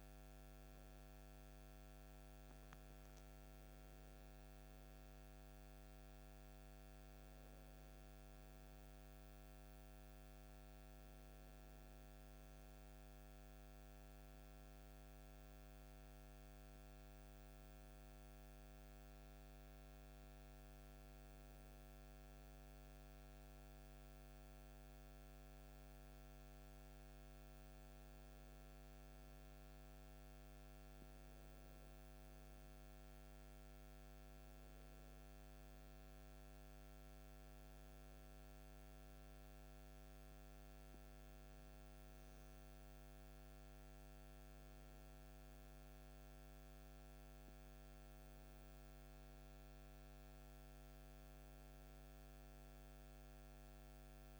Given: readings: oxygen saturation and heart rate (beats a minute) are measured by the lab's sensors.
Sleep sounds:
breathing in sleep, hard to hear, by a microphone on the trachea; none
none scored
From the record:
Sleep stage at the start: N2 (light sleep); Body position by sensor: on the back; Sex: male

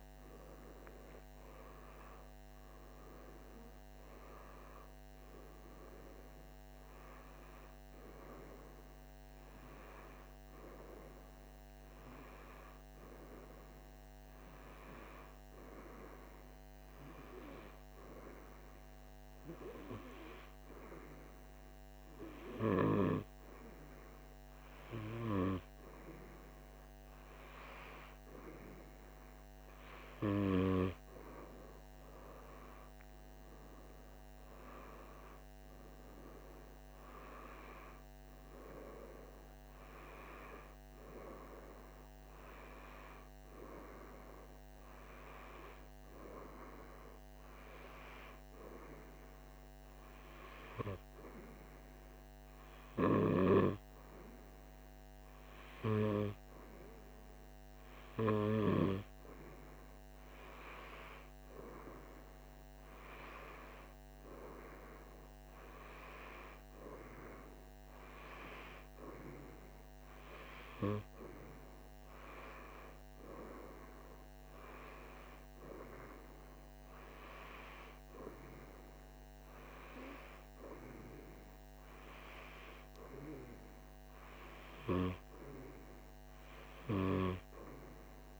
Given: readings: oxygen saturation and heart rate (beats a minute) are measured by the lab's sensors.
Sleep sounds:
breathing in sleep by a microphone on the trachea; none
none scored
From the record:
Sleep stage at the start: N2 (light sleep); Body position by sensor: on the right side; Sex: male

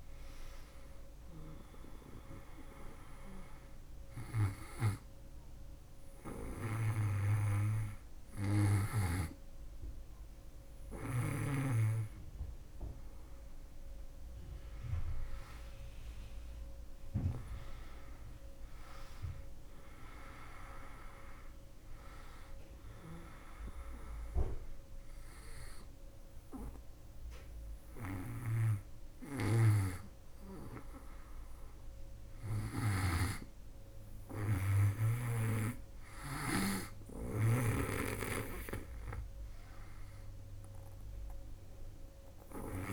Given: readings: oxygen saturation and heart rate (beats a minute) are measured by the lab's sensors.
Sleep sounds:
breathing in sleep by a room microphone; none
5.50-9.00 s: snoring (device-marked)
14.50-18.50 s: arousal
27.50-36.00 s: snoring (device-marked)
39.50-42.93 s: new sleep stage, N2 (light sleep)
From the record:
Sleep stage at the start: N1 (lightest sleep); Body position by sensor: on the back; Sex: female

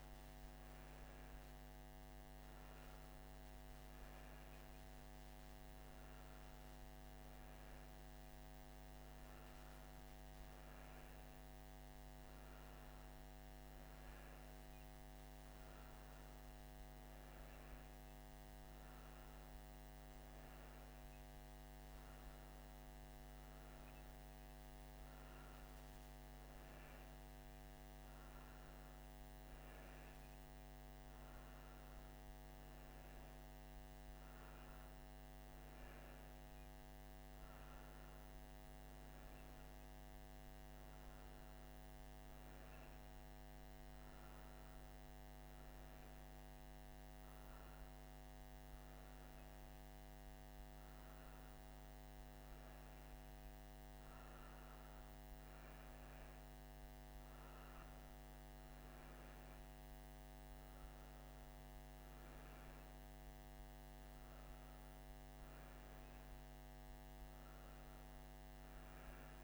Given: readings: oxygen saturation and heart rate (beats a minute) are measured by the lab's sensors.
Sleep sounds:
breathing in sleep, hard to hear, by a microphone on the trachea; none
none scored
From the record:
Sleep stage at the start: N1 (lightest sleep); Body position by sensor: on the right side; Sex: female

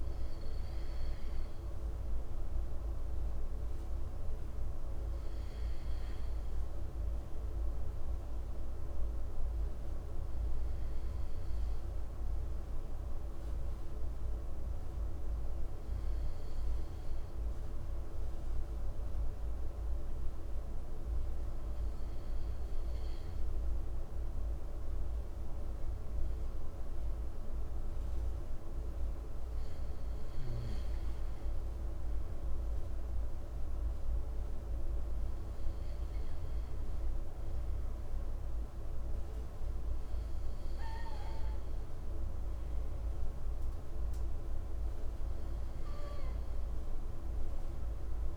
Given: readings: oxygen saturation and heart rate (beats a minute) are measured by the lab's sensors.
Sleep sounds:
breathing in sleep, hard to hear, by a room microphone; 1
12.50-29.50 s: obstructive apnea (oxygen 97% before, 96% lowest, heart rate 55 before, 50 extreme, up 2 after)
32.00-35.50 s: arousal
From the record:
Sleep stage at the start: N2 (light sleep); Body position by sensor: on the right side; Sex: male

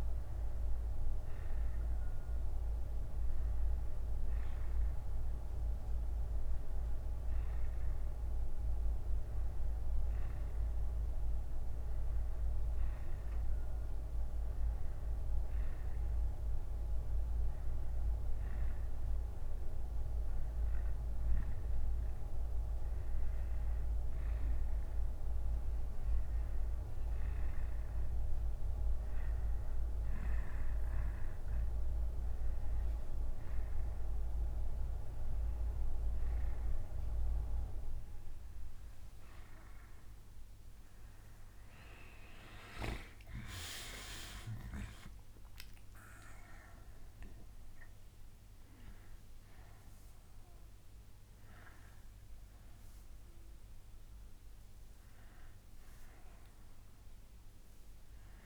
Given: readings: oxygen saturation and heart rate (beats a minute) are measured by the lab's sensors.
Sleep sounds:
breathing in sleep by a room microphone; none
3.00-9.00 s: bradycardia (device-marked, heart rate 66 before, 58 extreme)
35.00-40.00 s: bradycardia (device-marked, heart rate 65 before, 58 extreme)
52.00-58.46 s: new sleep stage, N2 (light sleep)
From the record:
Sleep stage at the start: N1 (lightest sleep); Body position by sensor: on the back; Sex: male

